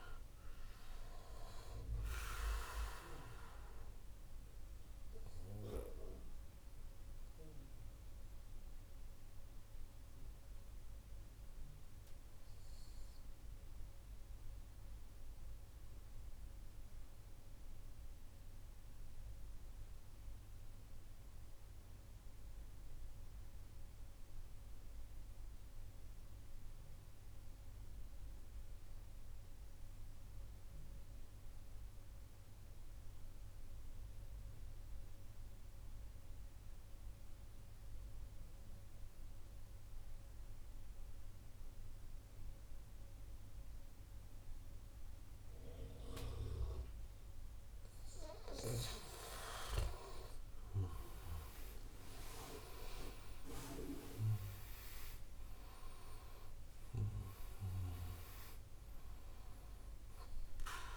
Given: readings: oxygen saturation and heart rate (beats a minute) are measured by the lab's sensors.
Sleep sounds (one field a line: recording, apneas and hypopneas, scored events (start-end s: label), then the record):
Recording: breathing in sleep by a room microphone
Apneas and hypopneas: 1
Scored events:
0.00-19.00 s: oxygen desaturation (device-marked, oxygen 88% lowest)
7.00-48.00 s: mixed apnea (oxygen 96% before, 88% lowest)
37.00-60.97 s: oxygen desaturation (device-marked, oxygen 98% before, 88% lowest, heart rate 147 before, 38 extreme)
50.00-54.50 s: arousal
From the record:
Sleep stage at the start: N2 (light sleep)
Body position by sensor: on the right side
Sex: male